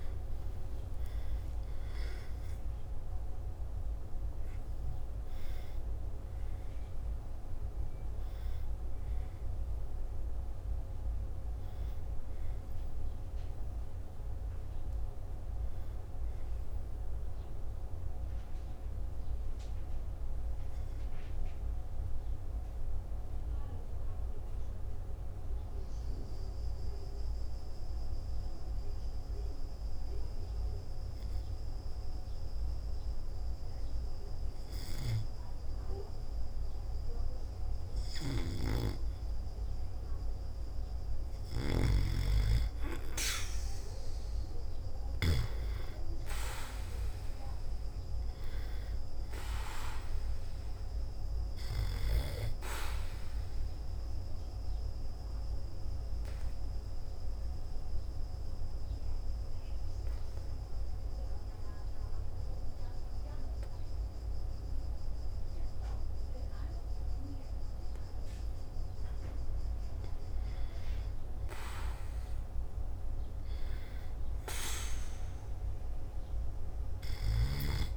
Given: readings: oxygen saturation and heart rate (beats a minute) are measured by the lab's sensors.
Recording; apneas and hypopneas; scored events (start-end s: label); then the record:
breathing in sleep by a room microphone; 2
0.00-2.00 s: arousal
0.00-16.00 s: oxygen desaturation (device-marked, oxygen 93% lowest, heart rate 52 extreme)
18.00-34.00 s: oxygen desaturation (device-marked, oxygen 95% before, 90% lowest, heart rate 58 before, 51 extreme)
21.50-33.00 s: obstructive apnea (oxygen 99% before, 90% lowest, heart rate 59 before, 51 extreme, up 0 after)
36.00-41.50 s: arousal
38.50-45.50 s: snoring (device-marked)
52.00-77.97 s: oxygen desaturation (device-marked, oxygen 98% before, 92% lowest, heart rate 53 before, 48 extreme)
55.50-69.50 s: hypopnea (oxygen 98% before, 92% lowest, heart rate 53 before, 52 extreme, up 1 after)
71.00-75.50 s: arousal
From the record:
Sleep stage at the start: N2 (light sleep); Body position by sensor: on the back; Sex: male